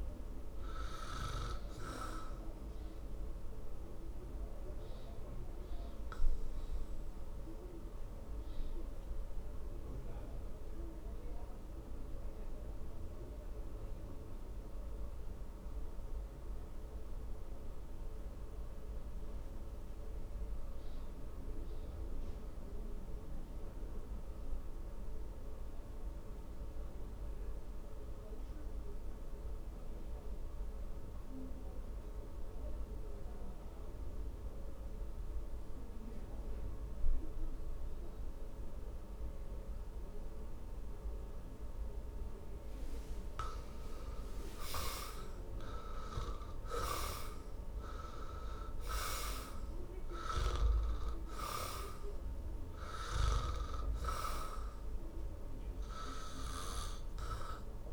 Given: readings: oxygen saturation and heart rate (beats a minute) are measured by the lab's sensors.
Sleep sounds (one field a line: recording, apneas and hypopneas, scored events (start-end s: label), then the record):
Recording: breathing in sleep by a room microphone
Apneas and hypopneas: 1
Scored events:
0.00-29.50 s: oxygen desaturation (device-marked, oxygen 75% lowest, heart rate 49 extreme)
4.00-42.00 s: obstructive apnea (oxygen 98% before, 75% lowest, heart rate 66 before, 50 extreme, up 17 after)
44.00-48.00 s: arousal
48.50-57.93 s: oxygen desaturation (device-marked, oxygen 98% before, 80% lowest, heart rate 57 before, 52 extreme)
From the record:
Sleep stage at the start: N2 (light sleep)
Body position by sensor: on the back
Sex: male